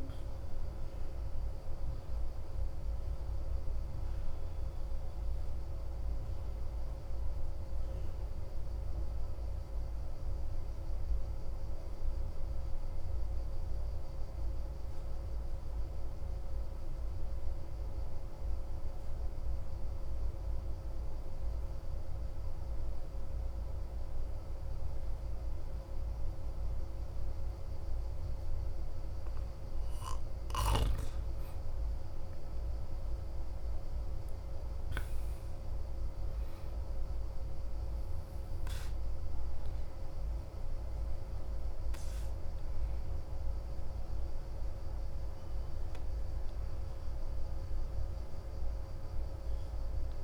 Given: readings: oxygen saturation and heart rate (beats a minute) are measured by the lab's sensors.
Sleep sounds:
breathing in sleep, hard to hear, by a room microphone; 1
0.00-2.00 s: arousal
0.00-11.00 s: oxygen desaturation (device-marked, oxygen 92% lowest, heart rate 42 extreme)
6.50-27.50 s: obstructive apnea (oxygen 97% before, 92% lowest, heart rate 42 before, 35 extreme, up 3 after)
32.00-36.50 s: arousal
From the record:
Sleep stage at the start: N2 (light sleep); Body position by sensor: on the back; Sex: male

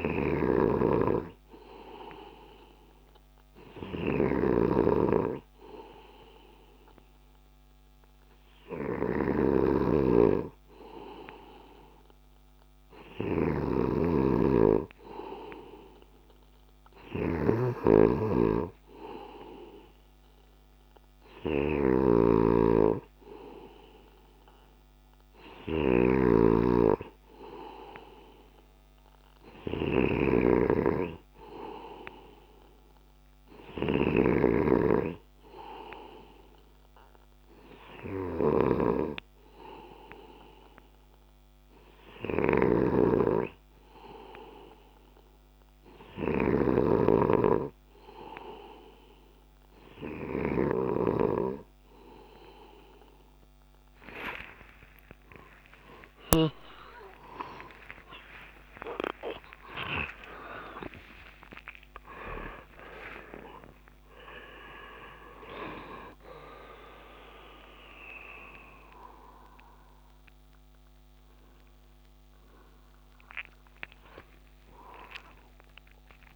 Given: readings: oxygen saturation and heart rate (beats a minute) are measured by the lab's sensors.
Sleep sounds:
a person partly awake in a sleep study, by a microphone on the trachea; none
0.00-46.50 s: snoring (device-marked)
44.50-74.50 s: new sleep stage, awake
74.50-76.36 s: new sleep stage, N1 (lightest sleep)
From the record:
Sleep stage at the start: N2 (light sleep); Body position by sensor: on the left side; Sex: male

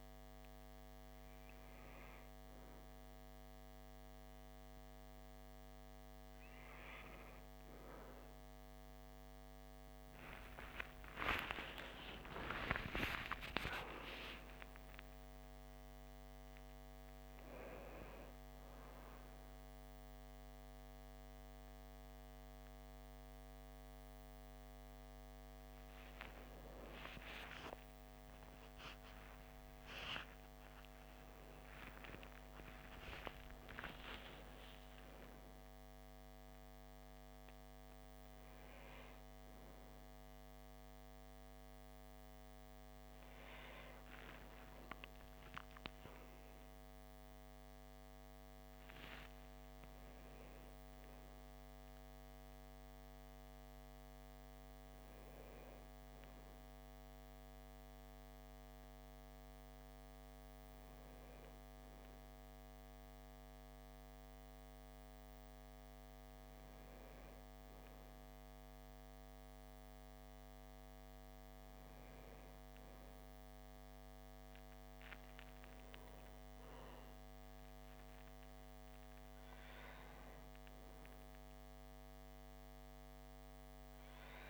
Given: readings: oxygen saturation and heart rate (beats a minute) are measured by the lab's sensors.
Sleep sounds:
a person partly awake in a sleep study, by a microphone on the trachea; none
15.50-45.50 s: new sleep stage, awake
45.50-84.50 s: new sleep stage, N1 (lightest sleep)
From the record:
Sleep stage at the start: REM sleep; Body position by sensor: on the back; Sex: male

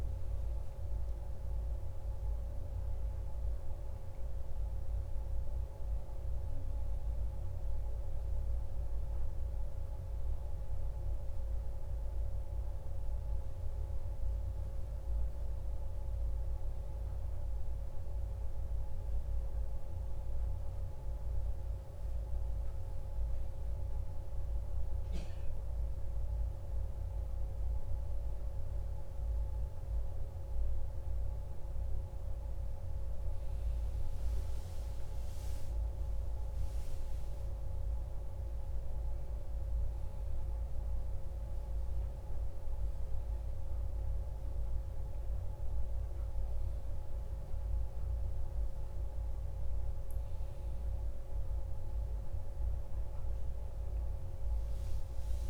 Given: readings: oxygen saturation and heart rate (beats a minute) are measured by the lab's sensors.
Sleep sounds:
breathing in sleep, hard to hear, by a room microphone; none
2.50-9.00 s: arousal
51.50-55.50 s: arousal
From the record:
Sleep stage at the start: N1 (lightest sleep); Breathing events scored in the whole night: 46 in 3.9 hours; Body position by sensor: on the back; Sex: male

